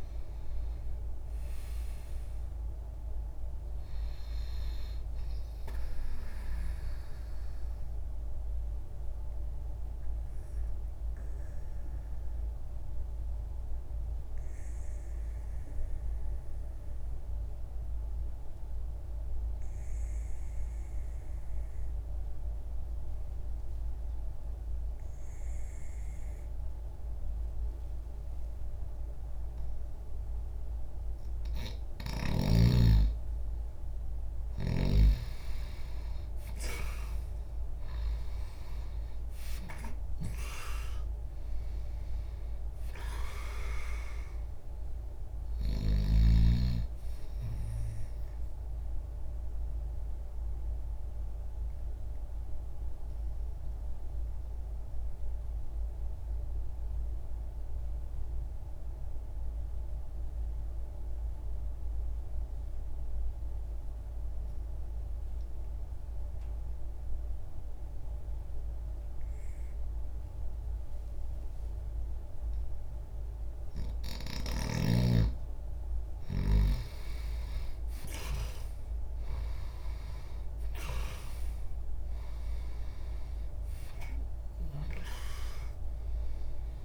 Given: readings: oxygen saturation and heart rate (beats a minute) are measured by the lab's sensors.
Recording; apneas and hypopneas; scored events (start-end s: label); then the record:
breathing in sleep by a room microphone; 2
1.00-28.00 s: oxygen desaturation (device-marked, oxygen 98% before, 88% lowest, heart rate 60 before, 60 extreme)
6.50-31.50 s: obstructive apnea (oxygen 99% before, 88% lowest, heart rate 60 before, 60 extreme, up 0 after)
10.00-86.85 s: new sleep stage, N2 (light sleep)
33.50-38.00 s: arousal
47.50-74.00 s: obstructive apnea (oxygen 97% before, 88% lowest, heart rate 60 before, 60 extreme, up 1 after)
60.00-69.00 s: oxygen desaturation (device-marked, oxygen 93% before, 88% lowest, heart rate 61 before, 60 extreme)
76.50-81.50 s: arousal
From the record:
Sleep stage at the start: N1 (lightest sleep); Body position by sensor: on the left side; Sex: male